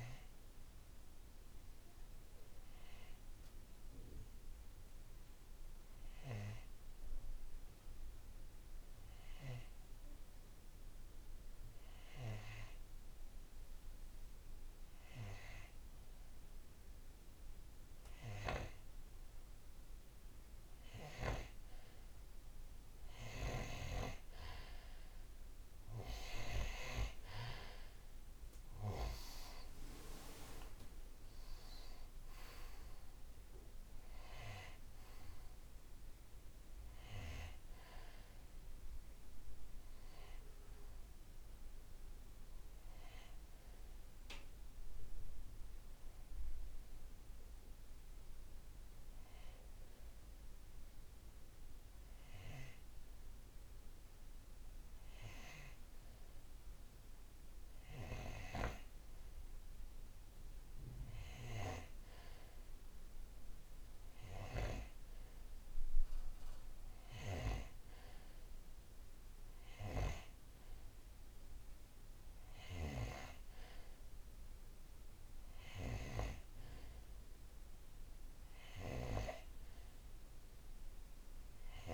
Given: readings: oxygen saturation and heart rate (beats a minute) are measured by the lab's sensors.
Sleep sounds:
breathing in sleep by a room microphone; 2
1.50-20.00 s: hypopnea (oxygen 95% before, 89% lowest, heart rate 64 before, 53 extreme, up 9 after)
18.50-38.50 s: oxygen desaturation (device-marked, oxygen 95% before, 89% lowest, heart rate 55 before, 56 extreme)
23.00-27.50 s: arousal
45.50-61.00 s: hypopnea (oxygen 95% before, 92% lowest, heart rate 65 before, 55 extreme, up 2 after)
64.00-68.00 s: arousal
From the record:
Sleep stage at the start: N2 (light sleep); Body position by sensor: on the right side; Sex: male

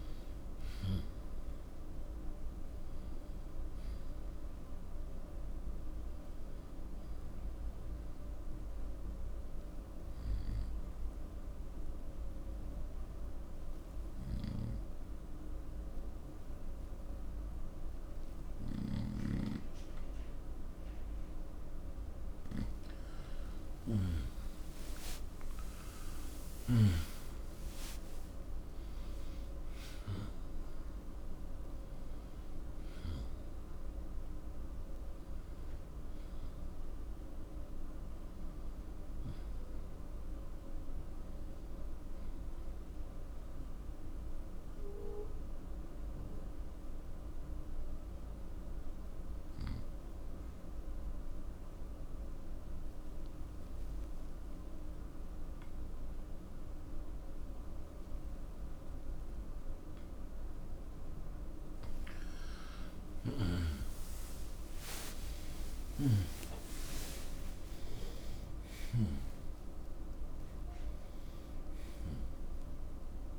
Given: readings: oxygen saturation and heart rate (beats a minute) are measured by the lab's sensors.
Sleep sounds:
breathing in sleep by a room microphone; 2
0.00-12.00 s: oxygen desaturation (device-marked, oxygen 95% before, 92% lowest, heart rate 66 before, 64 extreme)
7.00-22.00 s: central apnea (oxygen 95% before, 90% lowest, heart rate 73 before, 64 extreme, up 29 after)
25.00-29.00 s: arousal
27.00-43.00 s: oxygen desaturation (device-marked, oxygen 97% before, 91% lowest, heart rate 79 before, 64 extreme)
43.50-60.50 s: central apnea (oxygen 97% before, 90% lowest, heart rate 86 before, 64 extreme, up 23 after)
62.00-73.39 s: oxygen desaturation (device-marked, oxygen 96% before, 92% lowest, heart rate 75 before, 61 extreme)
62.50-66.00 s: arousal
From the record:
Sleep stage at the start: N2 (light sleep); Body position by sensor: on the right side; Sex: male

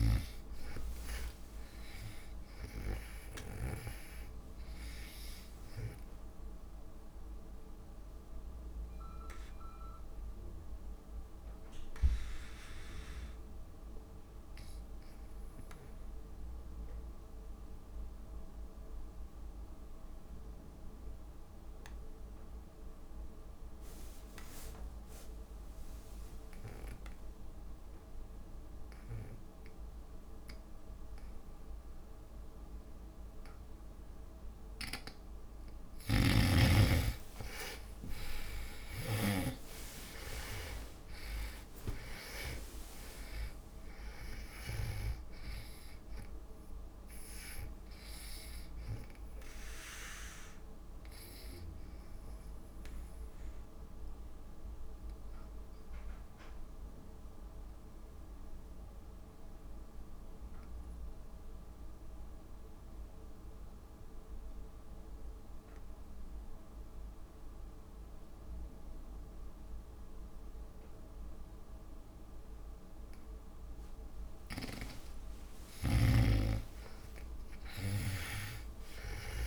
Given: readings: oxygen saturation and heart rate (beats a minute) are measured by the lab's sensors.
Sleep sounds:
breathing in sleep by a room microphone; 2
0.00-4.00 s: snoring (device-marked)
0.00-10.00 s: oxygen desaturation (device-marked, oxygen 87% lowest)
8.50-35.00 s: obstructive apnea (oxygen 97% before, 73% lowest)
25.00-62.00 s: oxygen desaturation (device-marked, oxygen 97% before, 73% lowest)
35.00-45.50 s: snoring (device-marked)
36.50-42.00 s: arousal
53.50-74.50 s: obstructive apnea (oxygen 97% before, 81% lowest)
73.00-79.47 s: oxygen desaturation (device-marked, oxygen 99% before, 81% lowest)
74.50-79.47 s: snoring (device-marked)
77.00-79.47 s: arousal
From the record:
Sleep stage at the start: N2 (light sleep); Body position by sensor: on the back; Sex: female

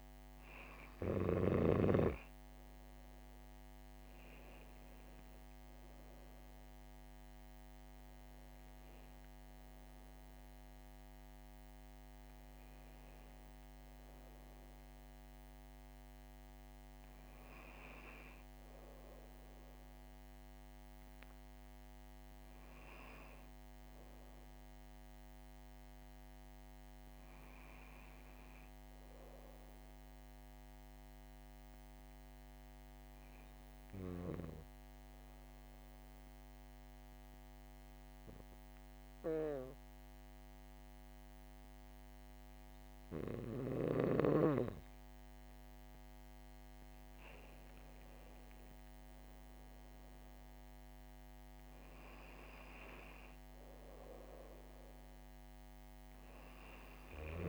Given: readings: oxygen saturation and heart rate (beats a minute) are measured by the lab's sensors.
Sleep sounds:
breathing in sleep by a microphone on the trachea; 1
31.00-45.50 s: hypopnea (oxygen 98% before, 94% lowest, heart rate 69 before, 65 extreme, up 5 after)
47.00-51.00 s: arousal
49.00-57.49 s: oxygen desaturation (device-marked, oxygen 97% before, 94% lowest, heart rate 67 before, 65 extreme)
From the record:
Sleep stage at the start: N2 (light sleep); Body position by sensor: on the back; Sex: female

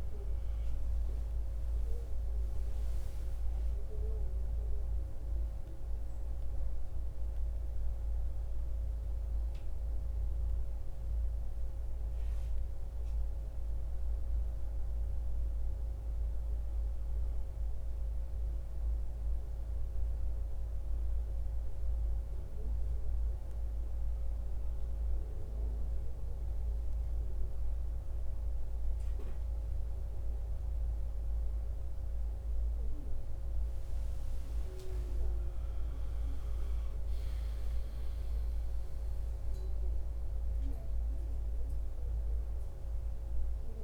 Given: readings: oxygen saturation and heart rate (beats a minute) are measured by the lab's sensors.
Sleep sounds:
a person awake in a sleep study, hard to hear, by a room microphone; none
5.50-16.50 s: oxygen desaturation (device-marked, oxygen 96% before, 93% lowest)
From the record:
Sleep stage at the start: awake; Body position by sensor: on the back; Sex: male

